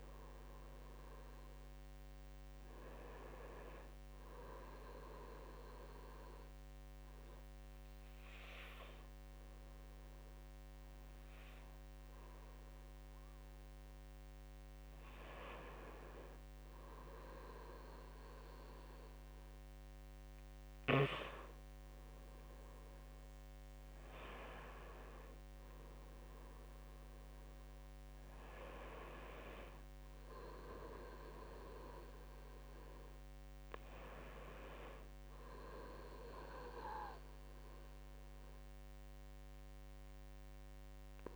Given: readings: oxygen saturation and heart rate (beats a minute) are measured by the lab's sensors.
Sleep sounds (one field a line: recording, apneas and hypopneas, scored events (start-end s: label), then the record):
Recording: breathing in sleep by a microphone on the trachea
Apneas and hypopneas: 1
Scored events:
4.50-15.00 s: hypopnea (oxygen 94% before, 92% lowest)
18.00-21.00 s: arousal
From the record:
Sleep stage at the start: N2 (light sleep)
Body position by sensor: on the right side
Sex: male